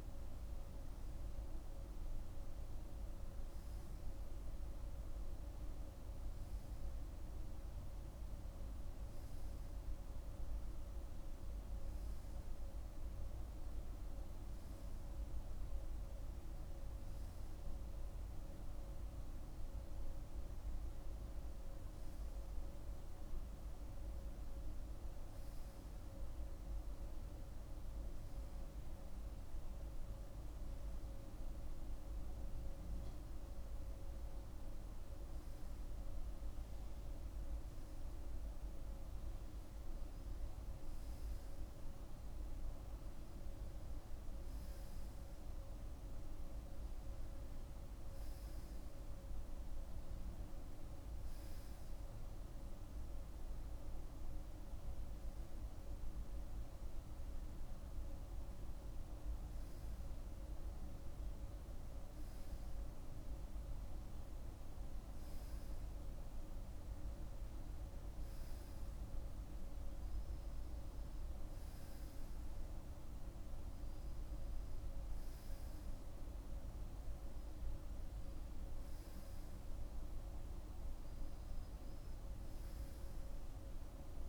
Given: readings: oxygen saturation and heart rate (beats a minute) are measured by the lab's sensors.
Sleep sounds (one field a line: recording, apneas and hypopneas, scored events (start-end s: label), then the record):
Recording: breathing in sleep, hard to hear, by a room microphone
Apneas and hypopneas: none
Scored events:
none scored
From the record:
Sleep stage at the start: REM sleep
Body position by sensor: on the right side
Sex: male